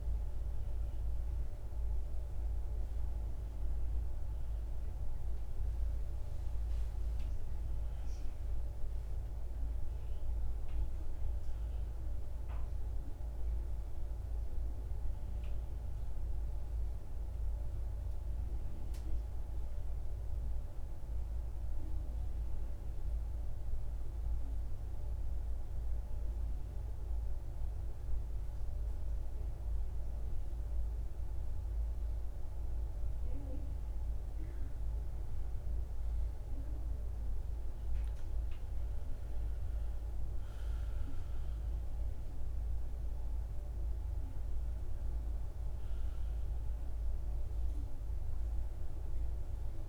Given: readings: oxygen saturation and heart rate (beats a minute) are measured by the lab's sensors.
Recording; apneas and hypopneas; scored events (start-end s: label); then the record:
breathing in sleep, hard to hear, by a room microphone; 1
0.00-12.00 s: oxygen desaturation (device-marked, oxygen 90% lowest, heart rate 56 extreme)
17.50-22.00 s: arousal
24.50-34.50 s: central apnea (oxygen 98% before, 91% lowest, heart rate 61 before, 56 extreme, up 10 after)
32.00-49.89 s: oxygen desaturation (device-marked, oxygen 97% before, 91% lowest, heart rate 58 before, 56 extreme)
36.00-40.50 s: arousal
From the record:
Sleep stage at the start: N1 (lightest sleep); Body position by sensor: on the back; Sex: male